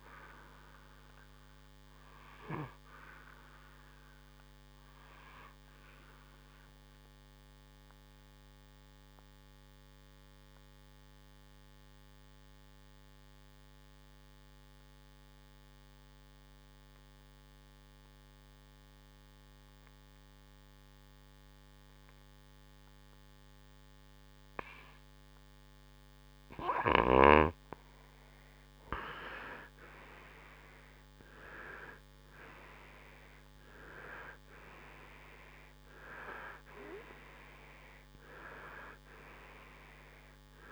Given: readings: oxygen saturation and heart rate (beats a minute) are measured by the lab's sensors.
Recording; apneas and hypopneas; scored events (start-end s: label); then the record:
breathing in sleep by a microphone on the trachea; 1
4.50-25.50 s: obstructive apnea (oxygen 96% before, 90% lowest, heart rate 65 before, 60 extreme, up 8 after)
8.50-18.50 s: oxygen desaturation (device-marked, oxygen 94% before, 90% lowest, heart rate 63 before, 60 extreme)
28.00-32.00 s: arousal
From the record:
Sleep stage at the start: N2 (light sleep); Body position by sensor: on the right side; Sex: male